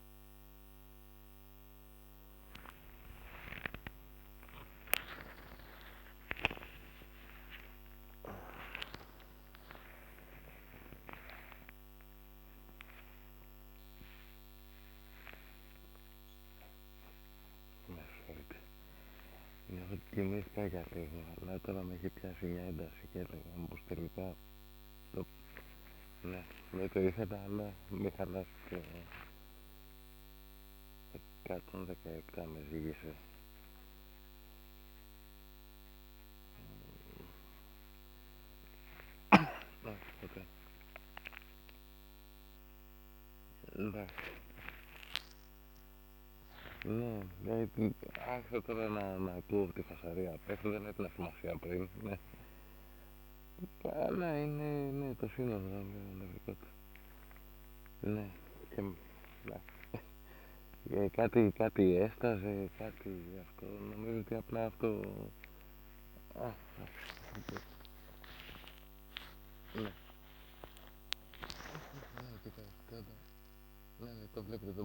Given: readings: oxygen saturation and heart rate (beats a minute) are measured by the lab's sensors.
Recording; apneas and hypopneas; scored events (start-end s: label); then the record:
a person awake in a sleep study, by a microphone on the trachea; none
1.50-74.85 s: new sleep stage, awake
50.00-55.00 s: snoring (device-marked)
61.00-65.00 s: snoring (device-marked)
From the record:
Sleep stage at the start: N1 (lightest sleep); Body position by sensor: upright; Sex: male